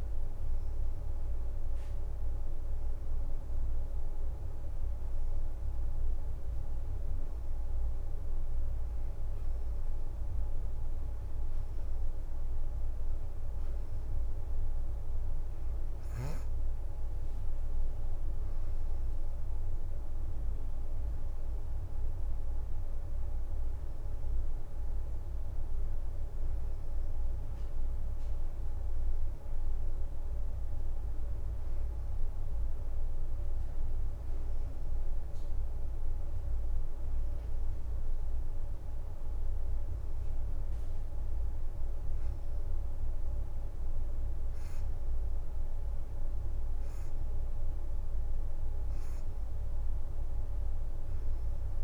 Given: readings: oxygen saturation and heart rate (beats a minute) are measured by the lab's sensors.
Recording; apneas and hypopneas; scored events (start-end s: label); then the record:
breathing in sleep, hard to hear, by a room microphone; none
26.00-28.00 s: leg movement (device-marked)
From the record:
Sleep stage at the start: N2 (light sleep); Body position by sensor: on the back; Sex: female